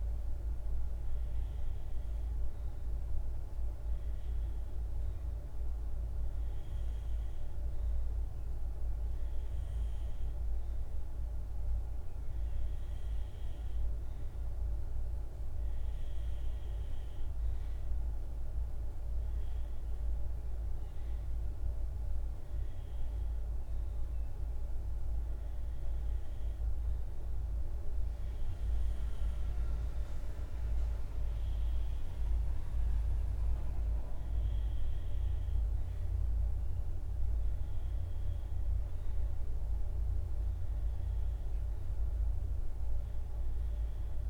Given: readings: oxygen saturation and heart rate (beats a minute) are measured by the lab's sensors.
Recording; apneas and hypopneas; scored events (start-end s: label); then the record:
breathing in sleep, hard to hear, by a room microphone; none
3.00-13.00 s: oxygen desaturation (device-marked, oxygen 95% before, 92% lowest, heart rate 53 before, 55 extreme)
From the record:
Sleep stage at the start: REM sleep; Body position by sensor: on the right side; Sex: male